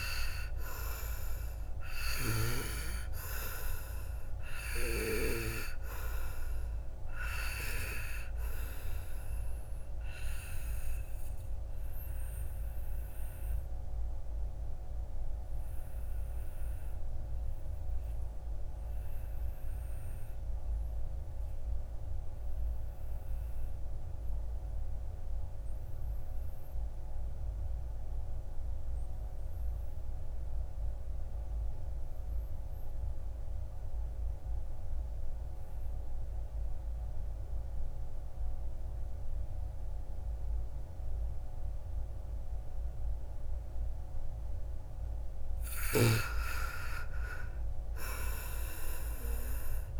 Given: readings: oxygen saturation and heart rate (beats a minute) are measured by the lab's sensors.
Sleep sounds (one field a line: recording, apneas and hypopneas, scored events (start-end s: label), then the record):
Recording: breathing in sleep by a room microphone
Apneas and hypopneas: 1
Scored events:
0.00-23.50 s: oxygen desaturation (device-marked, oxygen 81% lowest, heart rate 53 extreme)
10.50-43.50 s: obstructive apnea (oxygen 98% before, 78% lowest, heart rate 66 before, 53 extreme, up 12 after)
38.50-50.00 s: oxygen desaturation (device-marked, oxygen 99% before, 78% lowest, heart rate 56 before, 58 extreme)
45.50-49.50 s: arousal
From the record:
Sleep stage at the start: N2 (light sleep)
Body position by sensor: on the back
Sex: male